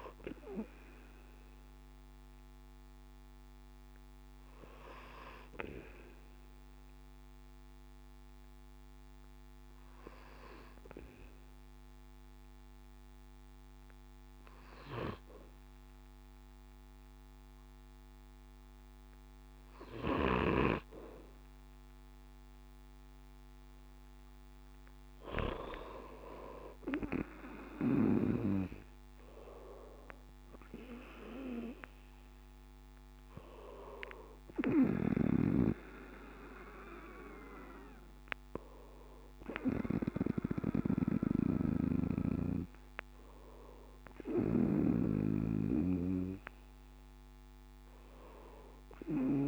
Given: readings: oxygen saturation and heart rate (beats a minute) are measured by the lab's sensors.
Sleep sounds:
breathing in sleep by a microphone on the trachea; 1
0.00-3.00 s: arousal
8.00-23.00 s: hypopnea (oxygen 95% before, 94% lowest, heart rate 68 before, 64 extreme, up 5 after)
29.00-34.00 s: arousal
34.50-49.47 s: snoring (device-marked)
From the record:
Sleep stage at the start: N2 (light sleep); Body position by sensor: on the back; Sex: male

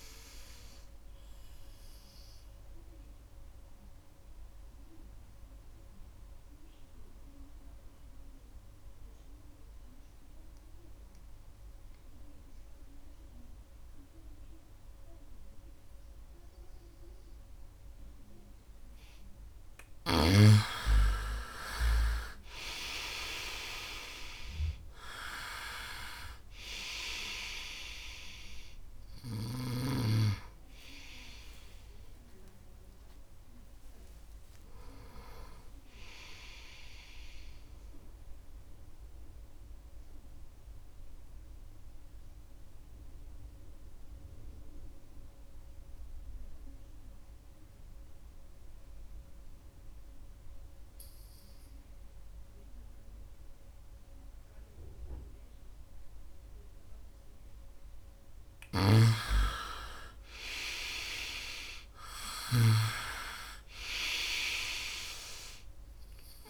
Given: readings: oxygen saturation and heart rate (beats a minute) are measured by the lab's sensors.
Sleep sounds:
breathing in sleep by a room microphone; 2
0.00-13.00 s: oxygen desaturation (device-marked, oxygen 91% lowest, heart rate 66 extreme)
1.00-18.50 s: obstructive apnea (oxygen 98% before, 87% lowest, heart rate 72 before, 66 extreme, up 9 after)
20.00-52.00 s: oxygen desaturation (device-marked, oxygen 98% before, 89% lowest, heart rate 68 before, 67 extreme)
31.00-36.00 s: arousal
32.50-34.50 s: long interval between heartbeats (device-marked, heart rate 70 before, 81 extreme)
40.50-57.50 s: mixed apnea (oxygen 98% before, 87% lowest, heart rate 78 before, 67 extreme, up 2 after)
58.50-62.50 s: snoring (device-marked)
59.00-66.50 s: oxygen desaturation (device-marked, oxygen 98% before, 87% lowest, heart rate 71 before, 67 extreme)
59.50-63.00 s: arousal
From the record:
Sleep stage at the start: N2 (light sleep); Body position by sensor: on the right side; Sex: male

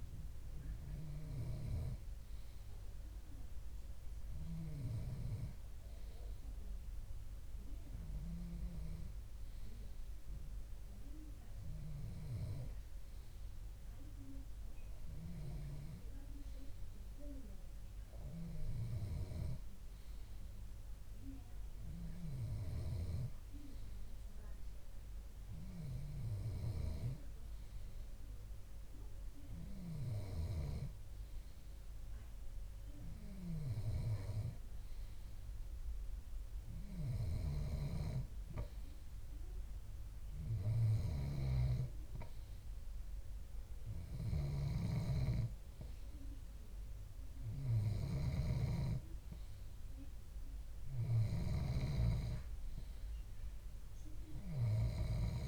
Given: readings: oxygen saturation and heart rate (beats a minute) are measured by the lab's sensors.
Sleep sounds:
breathing in sleep by a room microphone; none
14.50-16.50 s: bradycardia (device-marked, heart rate 62 before, 59 extreme)
37.50-55.48 s: snoring (device-marked)
From the record:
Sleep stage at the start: N2 (light sleep); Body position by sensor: on the left side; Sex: male

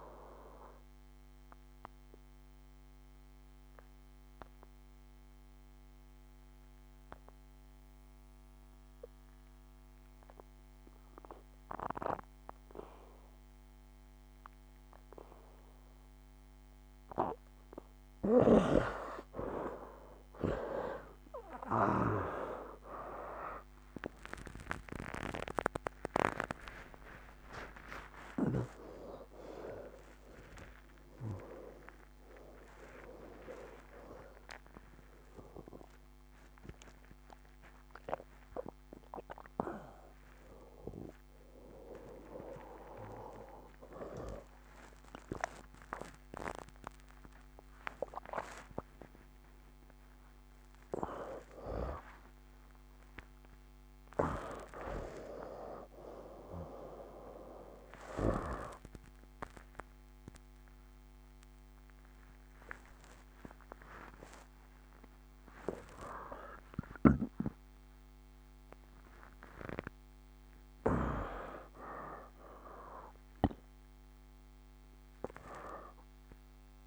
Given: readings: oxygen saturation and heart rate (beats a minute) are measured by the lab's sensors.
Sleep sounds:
a person awake in a sleep study, by a microphone on the trachea; 1
0.00-7.00 s: oxygen desaturation (device-marked, oxygen 71% lowest, heart rate 63 extreme)
2.00-18.00 s: obstructive apnea (oxygen 88% before, 71% lowest, heart rate 76 before, 63 extreme, up 49 after)
22.00-33.00 s: tachycardia (device-marked, heart rate 70 before, 180 extreme)
22.00-52.00 s: oxygen desaturation (device-marked, oxygen 97% before, 82% lowest, heart rate 67 before, 88 extreme)
24.00-26.00 s: long interval between heartbeats (device-marked, heart rate 66 before, 100 extreme)
24.00-76.87 s: new sleep stage, awake
29.50-31.50 s: long interval between heartbeats (device-marked, heart rate 81 before, 172 extreme)
35.00-37.00 s: long interval between heartbeats (device-marked, heart rate 108 before, 98 extreme)
42.00-49.00 s: tachycardia (device-marked, heart rate 72 before, 121 extreme)
46.00-48.00 s: long interval between heartbeats (device-marked, heart rate 122 before, 118 extreme)
49.00-51.00 s: long interval between heartbeats (device-marked, heart rate 118 before, 127 extreme)
54.50-56.50 s: long interval between heartbeats (device-marked, heart rate 105 before, 98 extreme)
55.00-76.87 s: tachycardia (device-marked, heart rate 73 before, 140 extreme)
58.00-60.00 s: long interval between heartbeats (device-marked, heart rate 104 before, 116 extreme)
64.50-66.50 s: long interval between heartbeats (device-marked, heart rate 111 before, 109 extreme)
66.50-68.50 s: long interval between heartbeats (device-marked, heart rate 112 before, 118 extreme)
69.50-71.50 s: long interval between heartbeats (device-marked, heart rate 113 before, 139 extreme)
74.50-76.50 s: long interval between heartbeats (device-marked, heart rate 117 before, 109 extreme)
From the record:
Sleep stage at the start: N2 (light sleep); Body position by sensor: on the right side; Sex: male

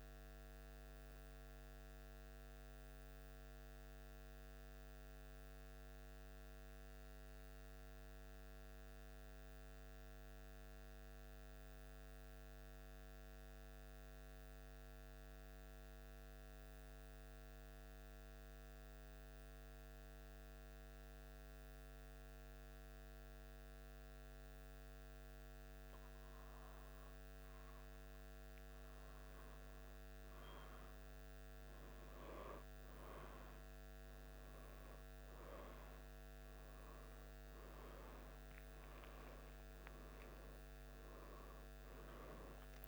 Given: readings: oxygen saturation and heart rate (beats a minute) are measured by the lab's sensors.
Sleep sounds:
breathing in sleep, hard to hear, by a microphone on the trachea; 1
0.50-26.50 s: mixed apnea (oxygen 96% before, 94% lowest, heart rate 77 before, 75 extreme, up 2 after)
29.00-34.00 s: arousal
34.50-42.88 s: oxygen desaturation (device-marked, oxygen 97% before, 94% lowest, heart rate 76 before, 74 extreme)
From the record:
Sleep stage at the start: N2 (light sleep); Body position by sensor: on the back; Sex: male

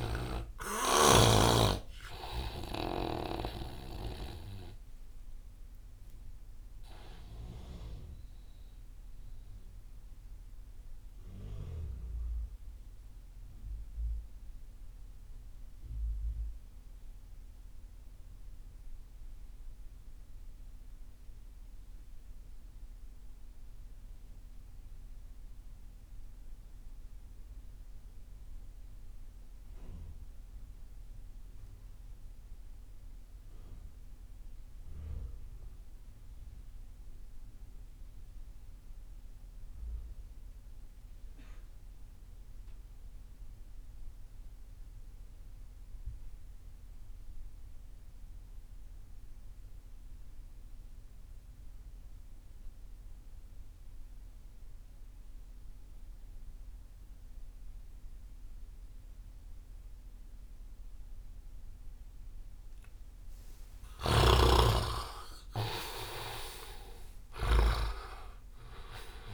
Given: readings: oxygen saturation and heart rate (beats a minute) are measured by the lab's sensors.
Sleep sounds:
breathing in sleep by a room microphone; 1
0.00-19.00 s: oxygen desaturation (device-marked, oxygen 80% lowest)
9.50-63.50 s: obstructive apnea (oxygen 97% before, 63% lowest)
12.00-69.34 s: new sleep stage, REM sleep
37.00-69.34 s: oxygen desaturation (device-marked, oxygen 97% before, 63% lowest)
64.00-69.34 s: snoring (device-marked)
65.00-68.50 s: arousal
From the record:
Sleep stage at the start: N2 (light sleep); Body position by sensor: on the right side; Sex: male

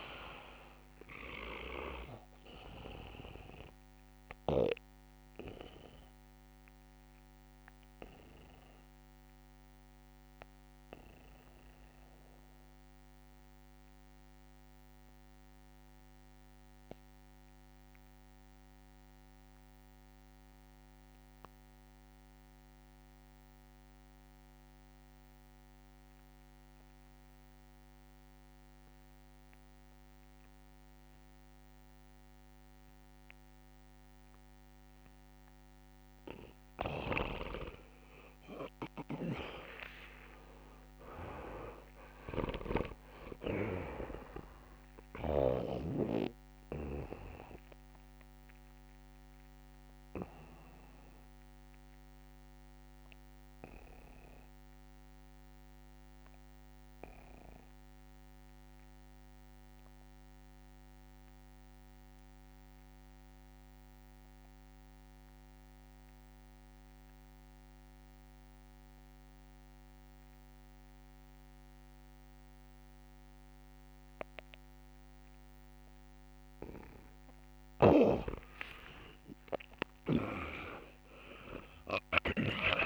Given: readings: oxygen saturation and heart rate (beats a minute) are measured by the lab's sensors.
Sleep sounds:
breathing in sleep by a microphone on the trachea; 2
0.00-19.50 s: oxygen desaturation (device-marked, oxygen 83% lowest)
1.50-36.00 s: obstructive apnea (oxygen 99% before, 83% lowest)
34.50-64.50 s: oxygen desaturation (device-marked, oxygen 98% before, 83% lowest)
36.50-45.50 s: snoring (device-marked)
39.00-42.50 s: arousal
49.50-76.50 s: obstructive apnea (oxygen 99% before, 83% lowest)
78.50-82.86 s: oxygen desaturation (device-marked, oxygen 97% before, 85% lowest)
79.50-82.86 s: arousal
From the record:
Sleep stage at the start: N2 (light sleep); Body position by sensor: on the back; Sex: male

